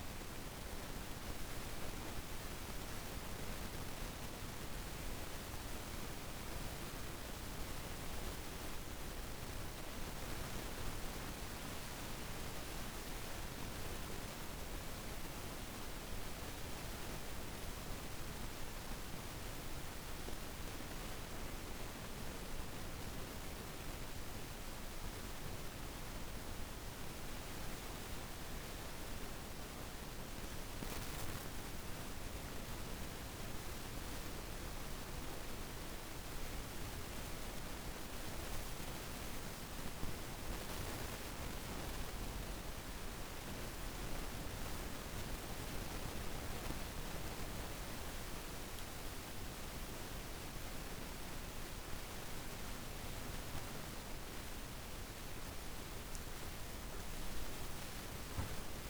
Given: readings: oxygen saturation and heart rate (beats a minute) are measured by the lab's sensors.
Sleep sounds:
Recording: breathing in sleep, hard to hear, by a room microphone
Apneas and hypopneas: none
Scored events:
51.50-57.00 s: arousal
From the record:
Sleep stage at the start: N2 (light sleep)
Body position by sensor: on the back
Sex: female

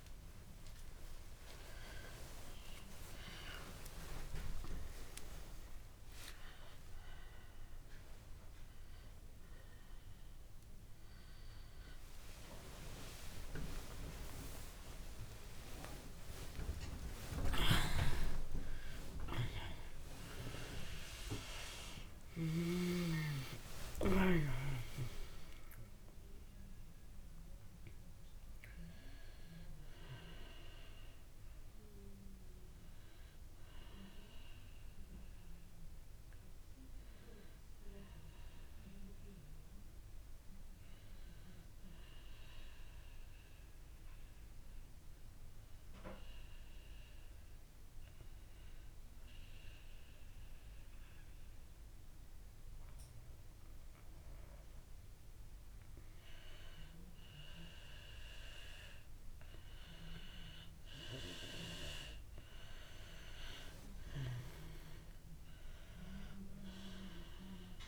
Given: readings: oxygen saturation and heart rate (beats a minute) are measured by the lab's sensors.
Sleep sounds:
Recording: a person partly awake in a sleep study, by a room microphone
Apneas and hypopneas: 1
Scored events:
2.50-12.50 s: oxygen desaturation (device-marked, oxygen 94% before, 91% lowest)
33.50-67.88 s: new sleep stage, N2 (light sleep)
42.50-56.00 s: obstructive apnea (oxygen 97% before, 83% lowest)
58.50-62.00 s: arousal
59.50-67.88 s: oxygen desaturation (device-marked, oxygen 98% before, 87% lowest)
From the record:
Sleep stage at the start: awake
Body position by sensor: on the back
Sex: female

